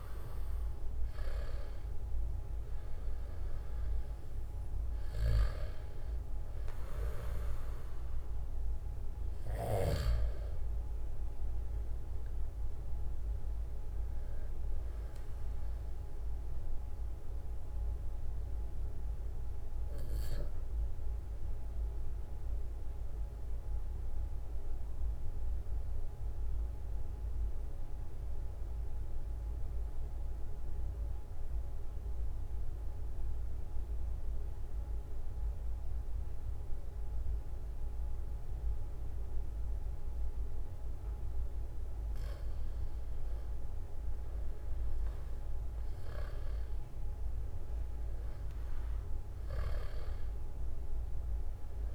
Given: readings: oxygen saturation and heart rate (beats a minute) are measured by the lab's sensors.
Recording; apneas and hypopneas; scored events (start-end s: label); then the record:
breathing in sleep by a room microphone; 1
12.50-29.50 s: oxygen desaturation (device-marked, oxygen 95% before, 92% lowest, heart rate 46 before, 42 extreme)
17.50-41.50 s: obstructive apnea (oxygen 97% before, 92% lowest, heart rate 46 before, 42 extreme, up 4 after)
45.00-49.00 s: arousal
From the record:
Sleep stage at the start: N2 (light sleep); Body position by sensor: on the back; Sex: male